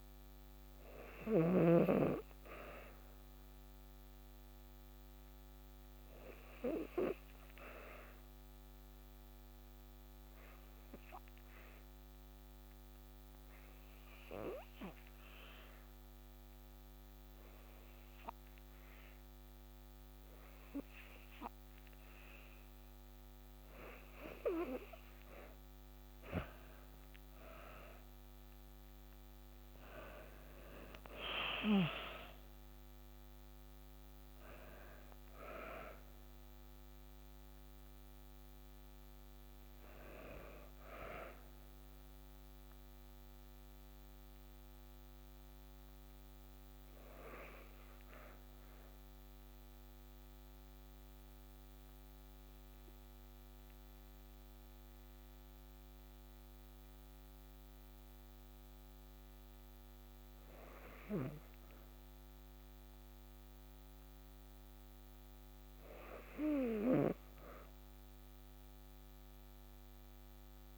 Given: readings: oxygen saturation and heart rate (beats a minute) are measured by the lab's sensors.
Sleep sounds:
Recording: breathing in sleep by a microphone on the trachea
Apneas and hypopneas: 2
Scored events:
0.00-1.00 s: arousal
8.00-22.00 s: obstructive apnea (oxygen 95% before, 91% lowest, heart rate 55 before, 54 extreme, up 3 after)
26.00-30.00 s: arousal
49.00-60.50 s: obstructive apnea (oxygen 94% before, 91% lowest, heart rate 57 before, 54 extreme, up 1 after)
62.50-66.00 s: arousal
From the record:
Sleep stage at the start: N2 (light sleep)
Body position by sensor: on the back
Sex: female

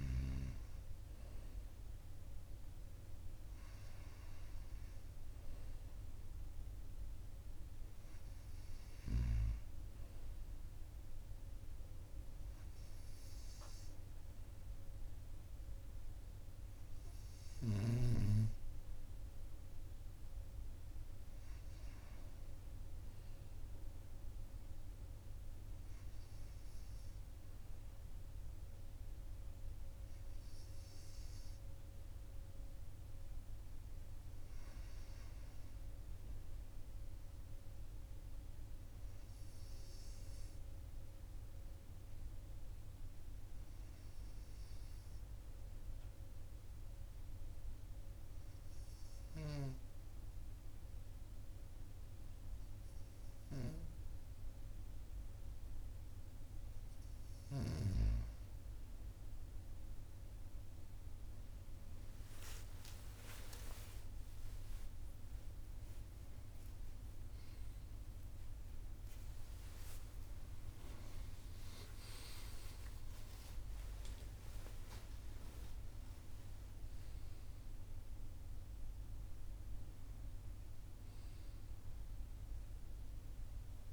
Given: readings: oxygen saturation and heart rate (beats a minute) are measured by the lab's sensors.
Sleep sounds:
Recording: a person partly awake in a sleep study, by a room microphone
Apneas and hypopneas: none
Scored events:
58.50-83.93 s: new sleep stage, awake
From the record:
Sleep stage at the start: N2 (light sleep)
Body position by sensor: on the right side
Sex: male

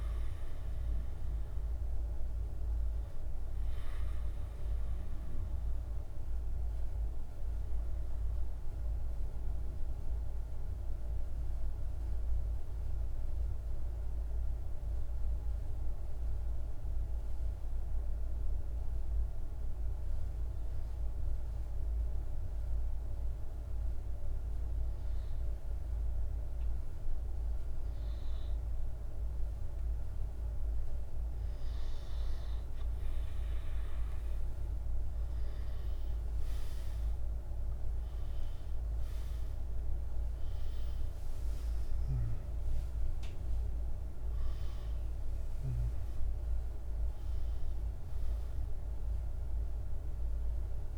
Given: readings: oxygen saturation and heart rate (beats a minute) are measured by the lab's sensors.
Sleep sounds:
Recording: breathing in sleep, hard to hear, by a room microphone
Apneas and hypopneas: 1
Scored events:
0.00-10.50 s: oxygen desaturation (device-marked, oxygen 93% lowest)
11.00-27.00 s: hypopnea (oxygen 97% before, 92% lowest)
33.50-42.50 s: oxygen desaturation (device-marked, oxygen 98% before, 93% lowest)
42.00-47.00 s: arousal
44.50-50.98 s: oxygen desaturation (device-marked, oxygen 95% before, 92% lowest, heart rate 32 before, 31 extreme)
From the record:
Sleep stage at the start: N2 (light sleep)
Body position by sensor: on the right side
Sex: male

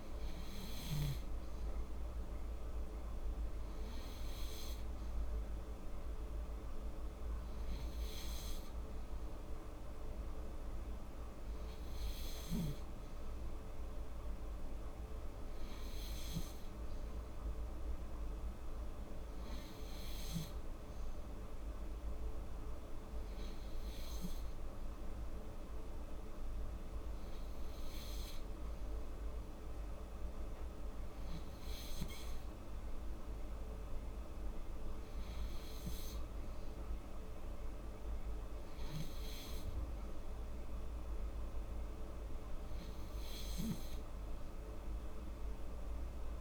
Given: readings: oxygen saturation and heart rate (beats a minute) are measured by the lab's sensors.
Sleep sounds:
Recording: breathing in sleep, hard to hear, by a room microphone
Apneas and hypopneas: none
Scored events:
none scored
From the record:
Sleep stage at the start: N3 (deep sleep)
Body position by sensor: on the back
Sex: female

